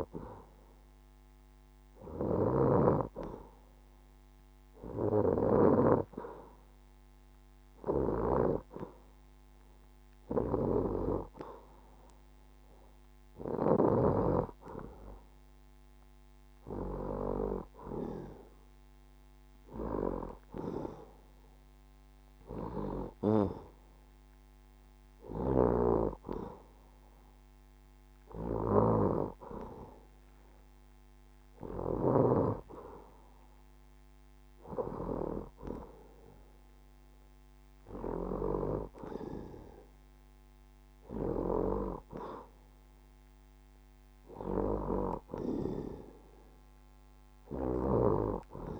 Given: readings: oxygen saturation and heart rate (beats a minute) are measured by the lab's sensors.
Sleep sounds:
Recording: breathing in sleep by a microphone on the trachea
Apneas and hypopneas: none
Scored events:
none scored
From the record:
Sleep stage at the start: N2 (light sleep)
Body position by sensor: on the left side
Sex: female

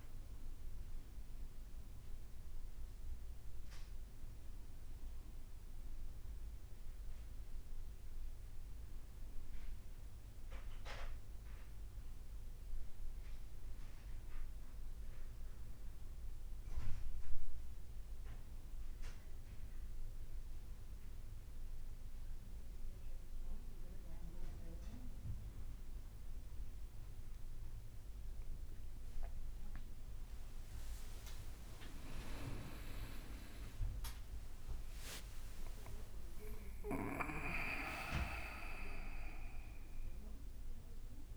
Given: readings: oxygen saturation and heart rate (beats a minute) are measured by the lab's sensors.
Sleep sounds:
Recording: breathing in sleep by a room microphone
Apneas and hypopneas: none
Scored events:
0.00-2.00 s: leg movement (device-marked)
30.00-39.00 s: leg movement (device-marked)
31.00-35.50 s: arousal
34.50-36.50 s: long interval between heartbeats (device-marked, heart rate 64 before, 80 extreme)
From the record:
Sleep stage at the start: N1 (lightest sleep)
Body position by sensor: on the back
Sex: male

